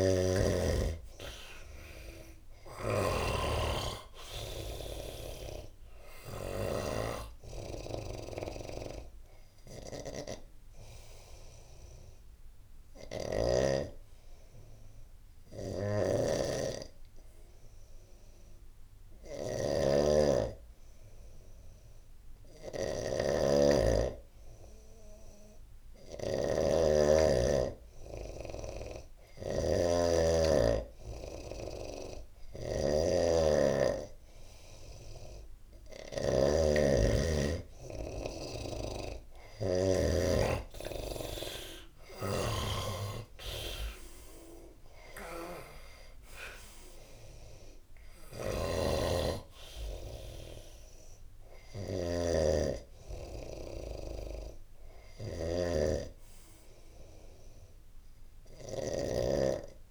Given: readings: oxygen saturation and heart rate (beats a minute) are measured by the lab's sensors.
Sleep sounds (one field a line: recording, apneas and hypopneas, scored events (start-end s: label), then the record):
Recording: breathing in sleep by a room microphone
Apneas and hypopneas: none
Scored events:
0.00-2.00 s: arousal
0.00-13.00 s: snoring (device-marked)
15.00-39.50 s: snoring (device-marked)
29.50-44.50 s: oxygen desaturation (device-marked, oxygen 98% before, 93% lowest, heart rate 77 before, 75 extreme)
48.00-59.90 s: snoring (device-marked)
From the record:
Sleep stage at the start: N2 (light sleep)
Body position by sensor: on the right side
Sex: male